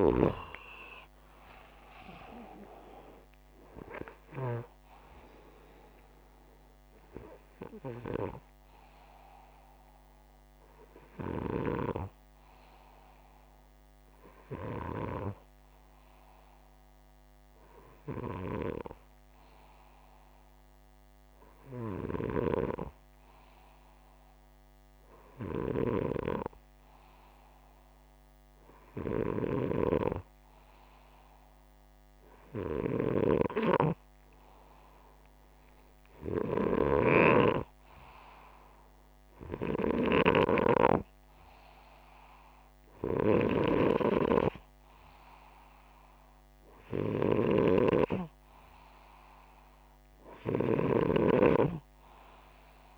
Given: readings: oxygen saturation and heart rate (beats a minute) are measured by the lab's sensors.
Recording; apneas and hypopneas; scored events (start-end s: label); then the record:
breathing in sleep by a microphone on the trachea; none
0.00-1.00 s: arousal
2.00-14.00 s: oxygen desaturation (device-marked, oxygen 94% before, 91% lowest, heart rate 81 before, 62 extreme)
47.00-50.50 s: snoring (device-marked)
From the record:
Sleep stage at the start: N2 (light sleep); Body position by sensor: upright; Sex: male